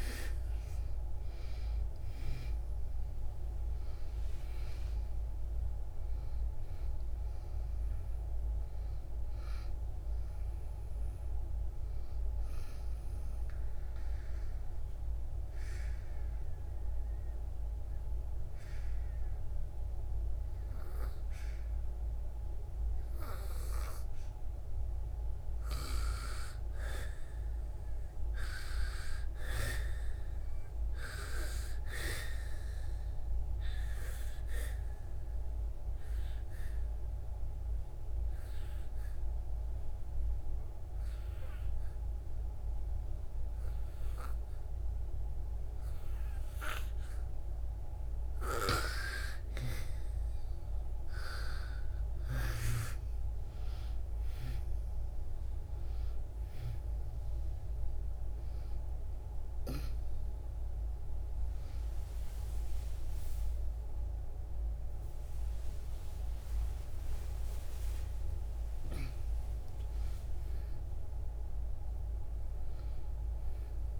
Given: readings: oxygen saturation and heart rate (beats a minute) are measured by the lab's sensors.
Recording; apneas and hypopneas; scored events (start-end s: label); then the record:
breathing in sleep by a room microphone; 2
0.00-4.50 s: arousal
2.00-21.00 s: oxygen desaturation (device-marked, oxygen 97% before, 90% lowest, heart rate 71 before, 61 extreme)
13.50-24.50 s: obstructive apnea (oxygen 97% before, 88% lowest, heart rate 74 before, 63 extreme, up 26 after)
15.00-74.00 s: new sleep stage, N2 (light sleep)
26.00-30.00 s: arousal
31.00-47.00 s: oxygen desaturation (device-marked, oxygen 98% before, 90% lowest, heart rate 71 before, 65 extreme)
33.50-50.50 s: obstructive apnea (oxygen 98% before, 88% lowest, heart rate 74 before, 65 extreme, up 20 after)
49.00-74.00 s: oxygen desaturation (device-marked, oxygen 97% before, 88% lowest, heart rate 74 before, 65 extreme)
63.50-69.50 s: arousal
From the record:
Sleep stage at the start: N1 (lightest sleep); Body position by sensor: on the back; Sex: female